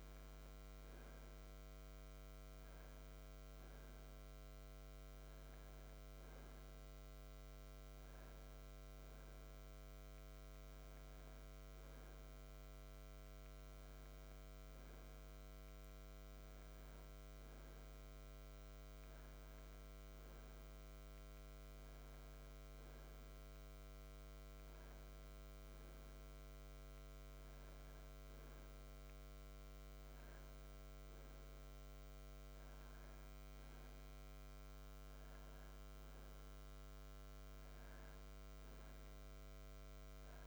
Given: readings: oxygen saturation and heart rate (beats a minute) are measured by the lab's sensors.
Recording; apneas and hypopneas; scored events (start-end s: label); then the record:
breathing in sleep, hard to hear, by a microphone on the trachea; none
none scored
From the record:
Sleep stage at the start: N2 (light sleep); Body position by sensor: on the back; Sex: male